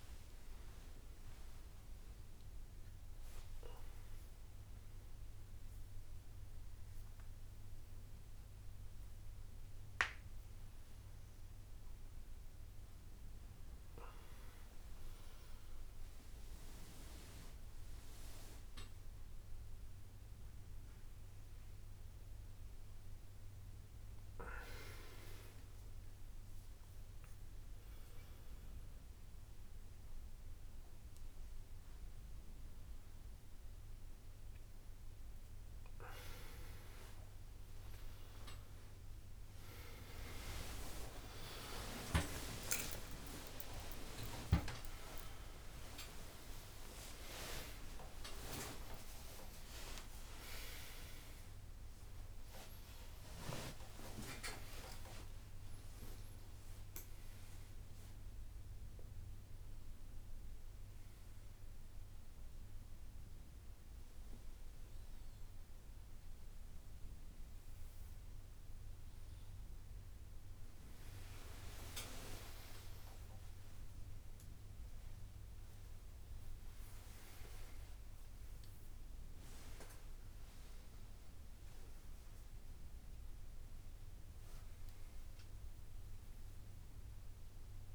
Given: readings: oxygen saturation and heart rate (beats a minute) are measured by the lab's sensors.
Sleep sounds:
a person awake in a sleep study, by a room microphone; none
0.00-2.00 s: long interval between heartbeats (device-marked, heart rate 69 before, 78 extreme)
38.50-57.50 s: tachycardia (device-marked, heart rate 71 before, 185 extreme)
40.50-42.50 s: long interval between heartbeats (device-marked, heart rate 69 before, 87 extreme)
43.00-45.00 s: long interval between heartbeats (device-marked, heart rate 72 before, 141 extreme)
54.00-56.00 s: long interval between heartbeats (device-marked, heart rate 119 before, 114 extreme)
56.00-58.00 s: long interval between heartbeats (device-marked, heart rate 124 before, 137 extreme)
64.50-66.50 s: long interval between heartbeats (device-marked, heart rate 134 before, 90 extreme)
69.00-71.00 s: long interval between heartbeats (device-marked, heart rate 116 before, 98 extreme)
80.50-82.50 s: long interval between heartbeats (device-marked, heart rate 82 before, 81 extreme)
From the record:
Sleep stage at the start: awake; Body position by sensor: on the right side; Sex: male

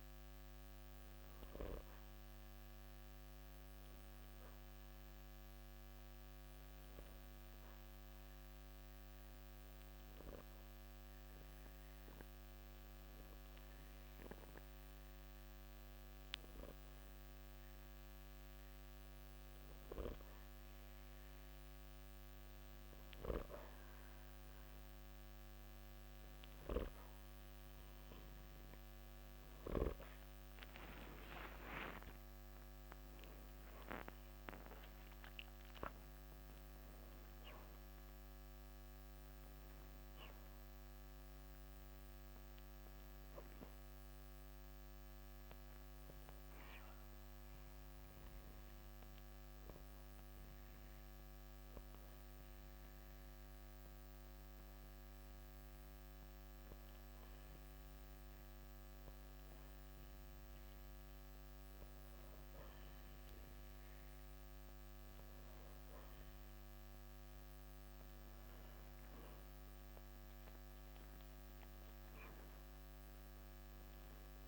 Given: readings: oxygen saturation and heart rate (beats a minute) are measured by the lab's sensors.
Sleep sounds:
breathing in sleep by a microphone on the trachea; 2
0.00-14.50 s: oxygen desaturation (device-marked, oxygen 93% lowest, heart rate 55 extreme)
4.00-23.50 s: obstructive apnea (oxygen 98% before, 91% lowest, heart rate 66 before, 36 extreme, up 23 after)
28.00-31.50 s: arousal
28.50-56.50 s: oxygen desaturation (device-marked, oxygen 95% before, 91% lowest, heart rate 63 before, 31 extreme)
47.00-67.00 s: obstructive apnea (oxygen 95% before, 92% lowest, heart rate 76 before, 31 extreme, up 13 after)
69.00-73.50 s: arousal
69.50-74.48 s: oxygen desaturation (device-marked, oxygen 97% before, 93% lowest, heart rate 43 before, 37 extreme)
From the record:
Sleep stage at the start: N2 (light sleep); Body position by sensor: on the back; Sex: male

